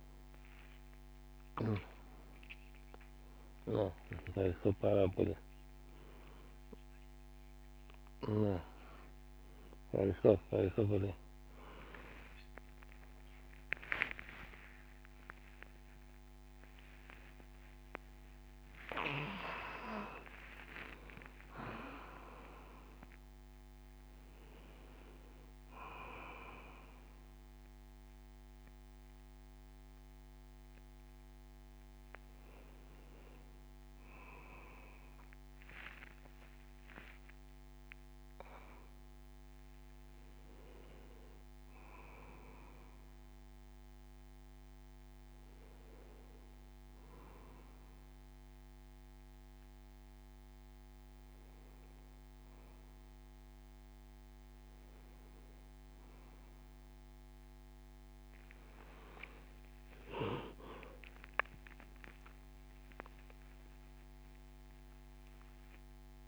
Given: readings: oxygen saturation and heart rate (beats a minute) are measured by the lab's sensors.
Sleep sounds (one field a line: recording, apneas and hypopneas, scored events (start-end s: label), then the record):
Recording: a person awake in a sleep study, by a microphone on the trachea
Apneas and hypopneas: none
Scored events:
none scored
From the record:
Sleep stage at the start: awake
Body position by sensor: on the back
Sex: male